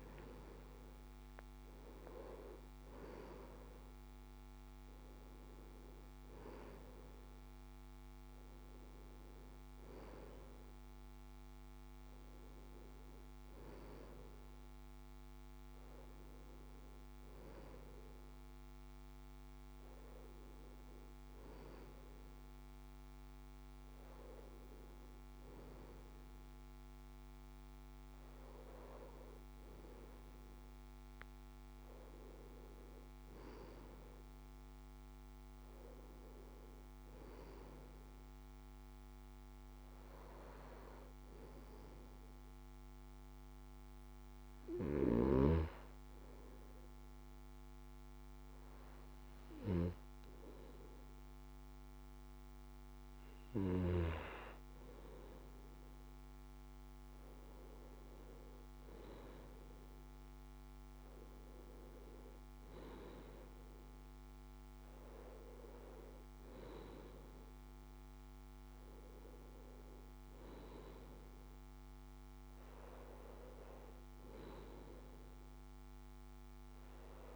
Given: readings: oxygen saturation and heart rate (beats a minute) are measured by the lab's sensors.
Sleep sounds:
breathing in sleep by a microphone on the trachea; none
0.50-5.00 s: arousal
60.00-77.36 s: new sleep stage, N2 (light sleep)
From the record:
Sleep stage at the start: N1 (lightest sleep); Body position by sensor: on the left side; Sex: male

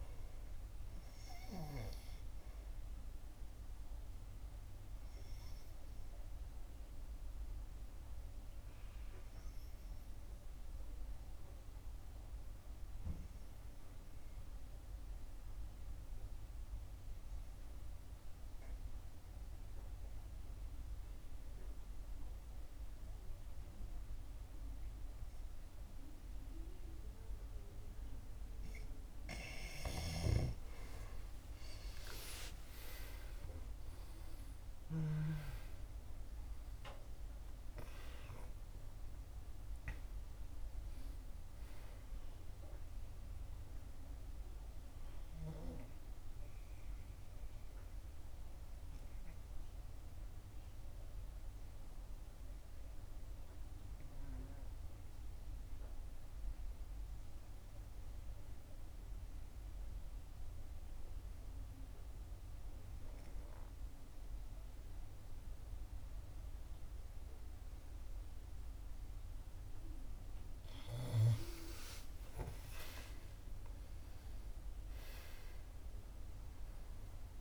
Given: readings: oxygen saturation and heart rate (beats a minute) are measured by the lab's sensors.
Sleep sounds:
breathing in sleep by a room microphone; 2
11.00-29.00 s: obstructive apnea (oxygen 96% before, 90% lowest, heart rate 67 before, 52 extreme, up 13 after)
14.50-25.50 s: oxygen desaturation (device-marked, oxygen 94% before, 90% lowest, heart rate 64 before, 57 extreme)
31.50-37.00 s: arousal
39.50-61.50 s: oxygen desaturation (device-marked, oxygen 97% before, 90% lowest, heart rate 63 before, 58 extreme)
48.00-70.00 s: obstructive apnea (oxygen 97% before, 90% lowest, heart rate 67 before, 56 extreme, up 10 after)
72.00-75.50 s: arousal
From the record:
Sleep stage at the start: N2 (light sleep); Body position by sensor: on the back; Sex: female

